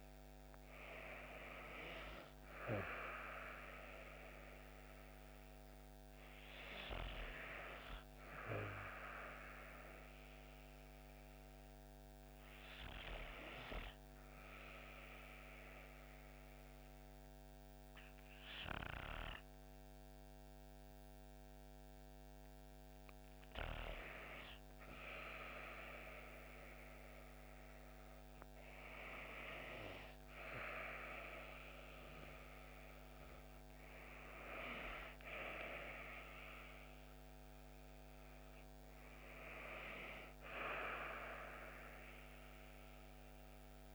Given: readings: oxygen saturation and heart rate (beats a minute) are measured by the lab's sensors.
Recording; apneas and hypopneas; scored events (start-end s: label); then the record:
breathing in sleep by a microphone on the trachea; 1
10.50-24.00 s: hypopnea (oxygen 96% before, 94% lowest)
25.50-30.50 s: arousal
From the record:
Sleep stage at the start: N2 (light sleep); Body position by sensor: on the back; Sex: female